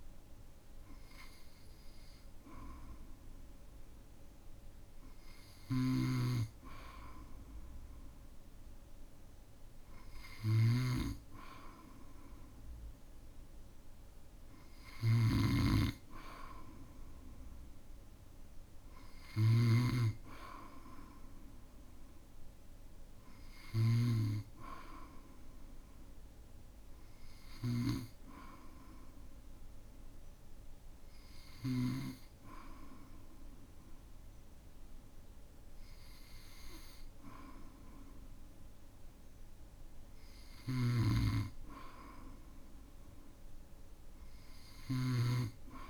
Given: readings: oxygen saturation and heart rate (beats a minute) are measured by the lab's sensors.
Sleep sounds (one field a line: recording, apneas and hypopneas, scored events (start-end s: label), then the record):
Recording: breathing in sleep by a room microphone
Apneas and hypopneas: none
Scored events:
5.50-32.00 s: snoring (device-marked)
18.00-20.00 s: long interval between heartbeats (device-marked, heart rate 57 before, 62 extreme)
40.50-45.90 s: snoring (device-marked)
From the record:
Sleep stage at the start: N2 (light sleep)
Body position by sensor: on the back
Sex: male